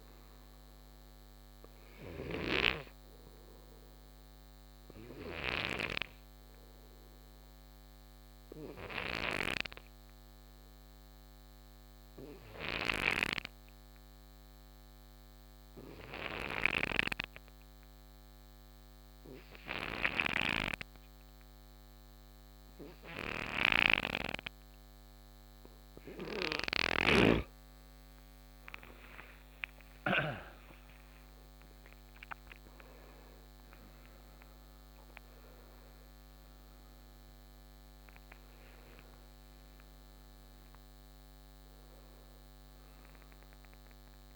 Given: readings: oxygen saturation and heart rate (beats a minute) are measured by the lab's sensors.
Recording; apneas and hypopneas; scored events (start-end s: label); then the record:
breathing in sleep by a microphone on the trachea; 1
0.00-2.50 s: snoring (device-marked)
0.00-27.00 s: oxygen desaturation (device-marked, oxygen 89% lowest, heart rate 51 extreme)
8.50-26.00 s: hypopnea (oxygen 95% before, 88% lowest, heart rate 65 before, 52 extreme, up 23 after)
26.50-30.00 s: snoring (device-marked)
29.00-35.00 s: arousal
36.00-37.00 s: oxygen desaturation (device-marked, oxygen 95% before, 89% lowest, heart rate 68 before, 51 extreme)
From the record:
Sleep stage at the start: N2 (light sleep); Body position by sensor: on the right side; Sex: male